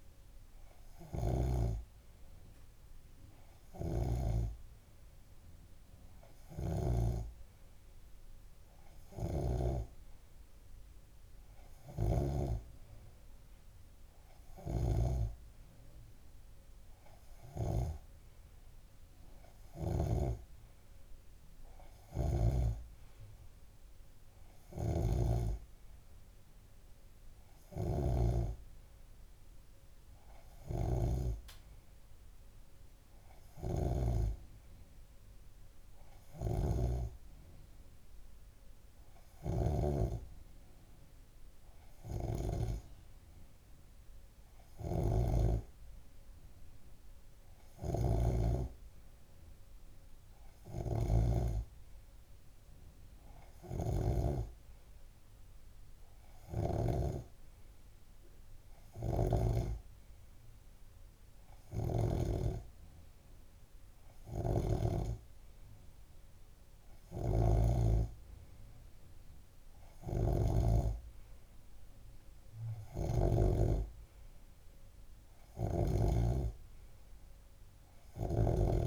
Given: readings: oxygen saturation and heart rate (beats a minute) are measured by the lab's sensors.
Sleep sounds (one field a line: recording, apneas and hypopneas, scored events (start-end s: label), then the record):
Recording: breathing in sleep by a room microphone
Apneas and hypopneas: none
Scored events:
0.00-2.00 s: snoring (device-marked)
0.00-14.00 s: oxygen desaturation (device-marked, oxygen 94% lowest)
4.00-7.50 s: snoring (device-marked)
9.50-20.50 s: snoring (device-marked)
25.00-34.50 s: snoring (device-marked)
36.50-57.50 s: snoring (device-marked)
64.50-71.00 s: snoring (device-marked)
73.00-76.50 s: snoring (device-marked)
From the record:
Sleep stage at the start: N2 (light sleep)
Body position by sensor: on the left side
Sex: male